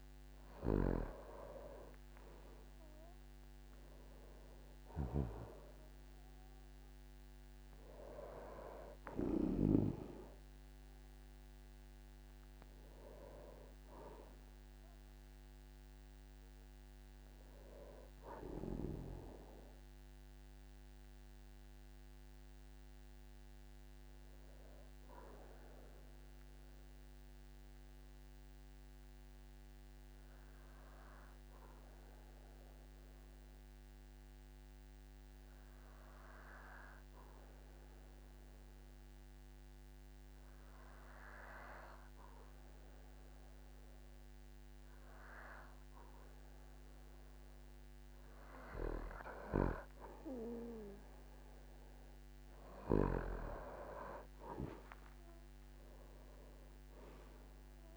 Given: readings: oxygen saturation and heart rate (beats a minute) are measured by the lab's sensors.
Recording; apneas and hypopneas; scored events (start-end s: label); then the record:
breathing in sleep by a microphone on the trachea; 1
0.00-3.50 s: arousal
0.00-18.00 s: oxygen desaturation (device-marked, oxygen 94% lowest, heart rate 44 extreme)
21.50-48.00 s: obstructive apnea (oxygen 97% before, 92% lowest, heart rate 56 before, 45 extreme, up 9 after)
44.00-57.97 s: oxygen desaturation (device-marked, oxygen 99% before, 92% lowest, heart rate 46 before, 44 extreme)
56.00-57.97 s: arousal
From the record:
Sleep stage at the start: N2 (light sleep); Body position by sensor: on the back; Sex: male